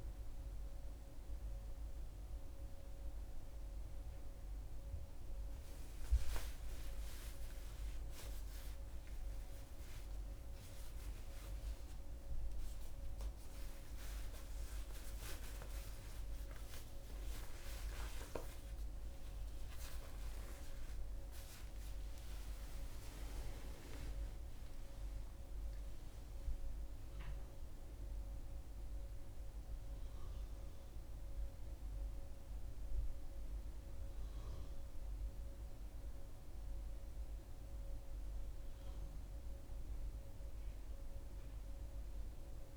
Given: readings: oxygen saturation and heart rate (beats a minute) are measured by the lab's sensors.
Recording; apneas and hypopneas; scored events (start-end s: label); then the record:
a person awake in a sleep study, hard to hear, by a room microphone; none
none scored
From the record:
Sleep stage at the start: awake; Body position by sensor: on the back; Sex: female